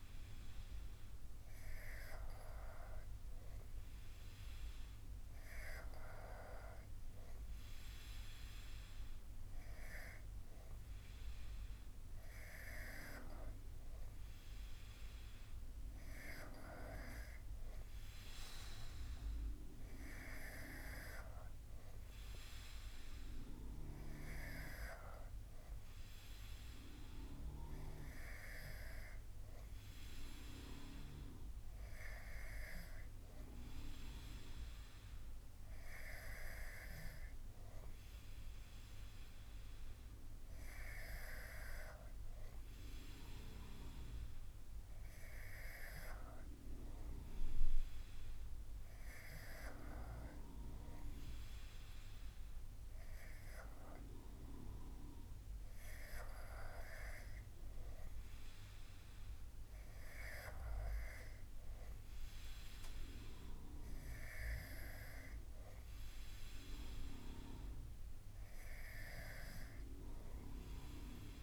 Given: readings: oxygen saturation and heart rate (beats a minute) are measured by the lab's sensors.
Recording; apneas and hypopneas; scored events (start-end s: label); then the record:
breathing in sleep by a room microphone; none
none scored
From the record:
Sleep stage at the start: N2 (light sleep); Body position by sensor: on the back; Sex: male